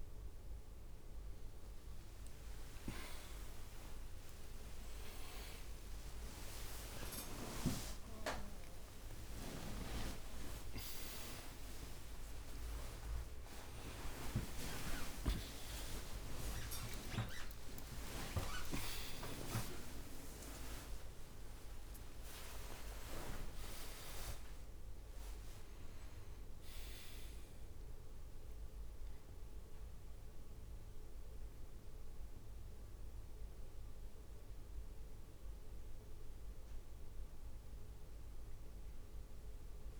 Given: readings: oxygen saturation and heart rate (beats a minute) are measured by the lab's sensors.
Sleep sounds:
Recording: a person awake in a sleep study, by a room microphone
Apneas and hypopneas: none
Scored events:
6.50-40.00 s: new sleep stage, awake
9.50-11.50 s: long interval between heartbeats (device-marked)
9.50-12.50 s: tachycardia (device-marked)
13.50-15.50 s: long interval between heartbeats (device-marked)
13.50-18.50 s: tachycardia (device-marked)
15.50-17.50 s: long interval between heartbeats (device-marked, heart rate 42 before, 99 extreme)
From the record:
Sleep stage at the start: N1 (lightest sleep)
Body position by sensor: on the right side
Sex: male

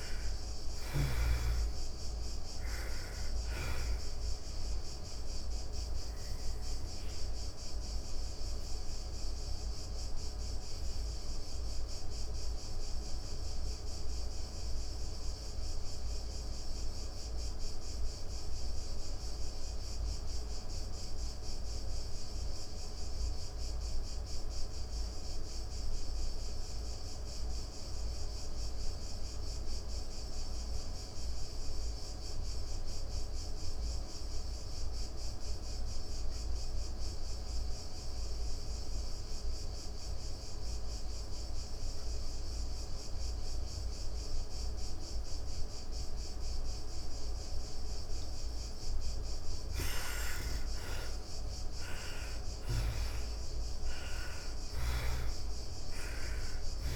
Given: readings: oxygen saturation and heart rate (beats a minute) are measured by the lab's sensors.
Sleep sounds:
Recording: breathing in sleep, hard to hear, by a room microphone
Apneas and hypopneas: 1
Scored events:
0.00-23.50 s: oxygen desaturation (device-marked, oxygen 74% lowest, heart rate 29 extreme)
8.50-48.00 s: obstructive apnea (oxygen 98% before, 72% lowest, heart rate 81 before, 29 extreme)
38.50-56.96 s: oxygen desaturation (device-marked, oxygen 98% before, 72% lowest, heart rate 91 before, 25 extreme)
49.50-53.50 s: arousal
From the record:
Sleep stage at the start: N2 (light sleep)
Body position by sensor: on the back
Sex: female

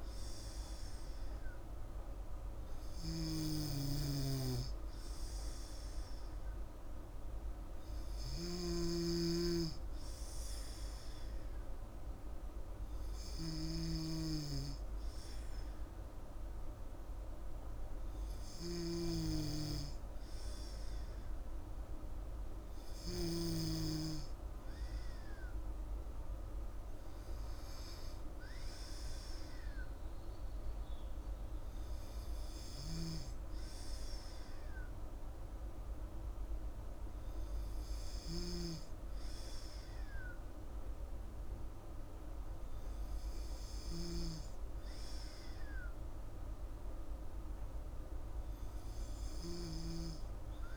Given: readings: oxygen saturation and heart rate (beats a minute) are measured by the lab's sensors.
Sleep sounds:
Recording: breathing in sleep by a room microphone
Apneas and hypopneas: none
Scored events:
0.00-14.00 s: snoring (device-marked)
From the record:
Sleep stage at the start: N2 (light sleep)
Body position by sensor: on the back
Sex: female

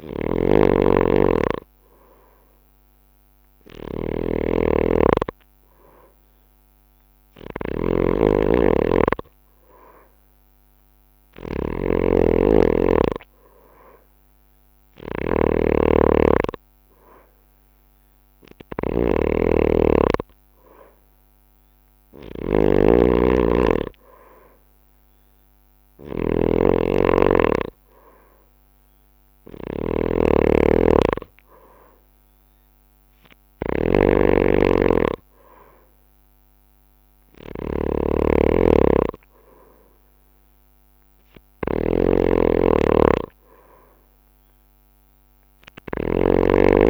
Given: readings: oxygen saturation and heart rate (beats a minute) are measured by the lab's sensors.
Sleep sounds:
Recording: breathing in sleep by a microphone on the trachea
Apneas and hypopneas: none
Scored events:
0.00-46.90 s: snoring (device-marked)
From the record:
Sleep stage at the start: N2 (light sleep)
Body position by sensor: on the right side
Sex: male

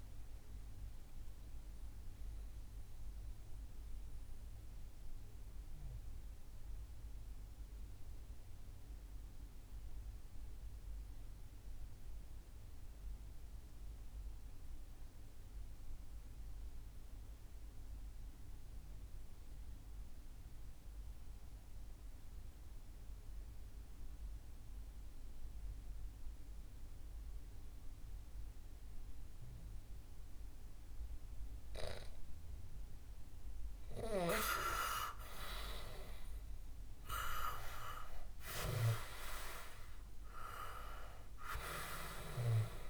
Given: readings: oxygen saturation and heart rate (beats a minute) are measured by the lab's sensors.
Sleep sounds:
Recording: breathing in sleep by a room microphone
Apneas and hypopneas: 1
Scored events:
0.00-15.00 s: oxygen desaturation (device-marked, oxygen 90% lowest, heart rate 59 extreme)
0.50-32.50 s: mixed apnea (oxygen 97% before, 89% lowest, heart rate 66 before, 58 extreme, up 4 after)
32.00-42.89 s: oxygen desaturation (device-marked, oxygen 97% before, 89% lowest, heart rate 62 before, 58 extreme)
35.00-40.00 s: arousal
From the record:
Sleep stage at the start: N2 (light sleep)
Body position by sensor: on the back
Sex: male

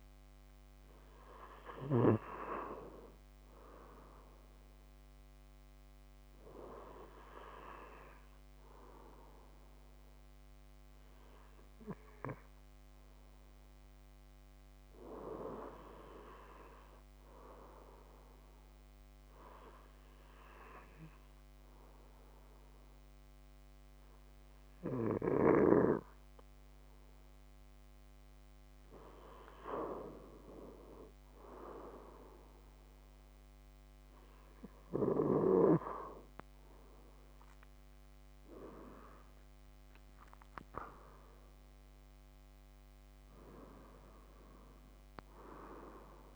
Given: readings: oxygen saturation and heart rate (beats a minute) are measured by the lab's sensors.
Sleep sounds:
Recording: breathing in sleep by a microphone on the trachea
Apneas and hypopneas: 1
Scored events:
7.00-11.00 s: arousal
15.00-28.50 s: hypopnea (oxygen 96% before, 93% lowest)
38.00-43.50 s: arousal
From the record:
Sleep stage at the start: N2 (light sleep)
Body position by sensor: on the left side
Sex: male

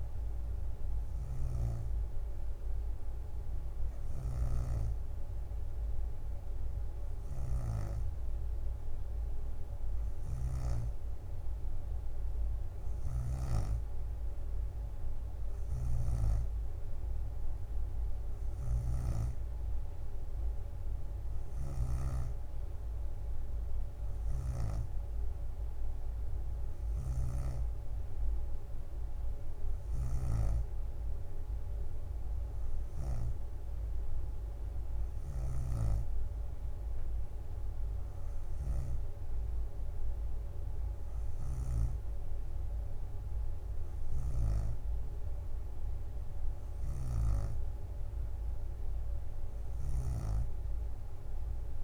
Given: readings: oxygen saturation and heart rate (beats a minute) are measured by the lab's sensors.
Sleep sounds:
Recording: breathing in sleep by a room microphone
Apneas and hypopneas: none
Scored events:
10.00-17.00 s: leg movement (device-marked)
11.50-29.50 s: drop in pulse transit time (device-marked, heart rate 62 before, 60 extreme)
18.50-20.00 s: leg movement (device-marked)
41.00-42.50 s: leg movement (device-marked)
41.50-47.50 s: snoring (device-marked)
44.50-46.50 s: bradycardia (device-marked, heart rate 62 before, 62 extreme)
From the record:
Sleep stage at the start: N2 (light sleep)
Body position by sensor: on the back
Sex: female

